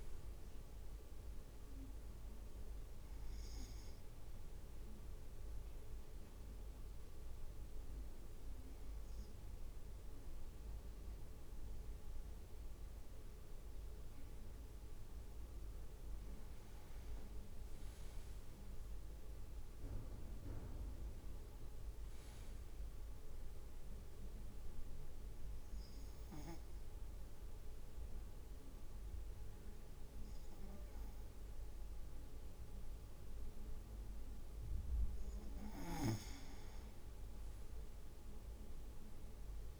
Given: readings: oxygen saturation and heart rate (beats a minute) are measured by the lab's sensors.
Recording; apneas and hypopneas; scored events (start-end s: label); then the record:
breathing in sleep, hard to hear, by a room microphone; 2
0.00-3.00 s: drop in pulse transit time (device-marked, heart rate 56 extreme)
4.50-16.00 s: obstructive apnea (oxygen 100% before, 97% lowest, heart rate 58 before, 52 extreme, up 5 after)
15.50-18.00 s: leg movement (device-marked)
16.50-20.50 s: arousal
18.00-28.00 s: drop in pulse transit time (device-marked, heart rate 55 before, 53 extreme)
24.50-35.00 s: obstructive apnea (oxygen 99% before, 96% lowest, heart rate 56 before, 53 extreme, up 6 after)
From the record:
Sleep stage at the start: N2 (light sleep); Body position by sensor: on the right side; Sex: male